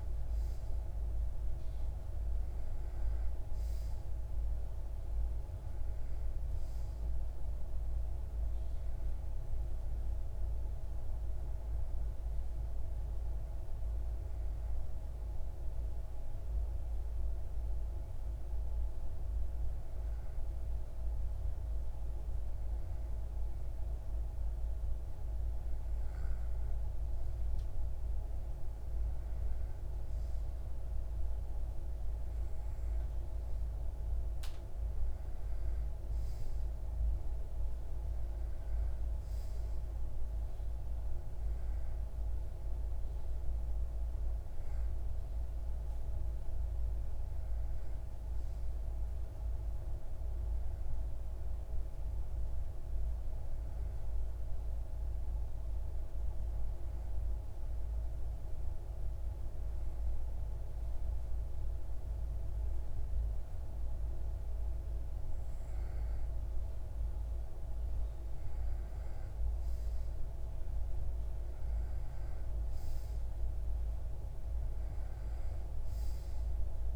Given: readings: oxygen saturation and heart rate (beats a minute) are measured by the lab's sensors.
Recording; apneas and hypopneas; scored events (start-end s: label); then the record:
breathing in sleep, hard to hear, by a room microphone; 1
8.50-23.50 s: hypopnea (oxygen 95% before, 92% lowest)
25.00-30.00 s: arousal
48.50-76.96 s: new sleep stage, N2 (light sleep)
From the record:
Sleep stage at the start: REM sleep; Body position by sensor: on the back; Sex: male